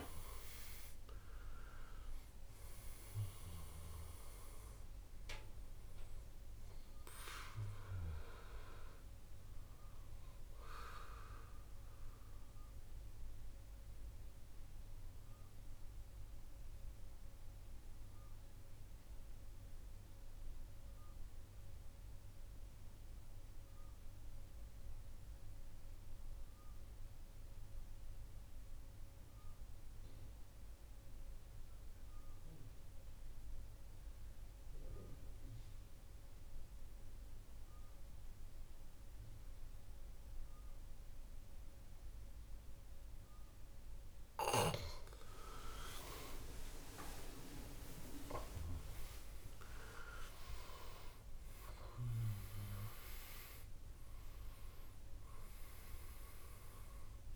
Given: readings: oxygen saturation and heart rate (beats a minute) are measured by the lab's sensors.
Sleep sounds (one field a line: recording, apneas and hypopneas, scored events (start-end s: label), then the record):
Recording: breathing in sleep by a room microphone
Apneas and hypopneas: 1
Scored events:
0.00-19.50 s: oxygen desaturation (device-marked, oxygen 88% lowest, heart rate 63 extreme)
12.00-43.50 s: mixed apnea (oxygen 96% before, 88% lowest, heart rate 73 before, 60 extreme, up 28 after)
36.50-57.36 s: oxygen desaturation (device-marked, oxygen 98% before, 88% lowest, heart rate 65 before, 58 extreme)
46.00-52.00 s: arousal
From the record:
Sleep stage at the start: N2 (light sleep)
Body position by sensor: on the back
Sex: male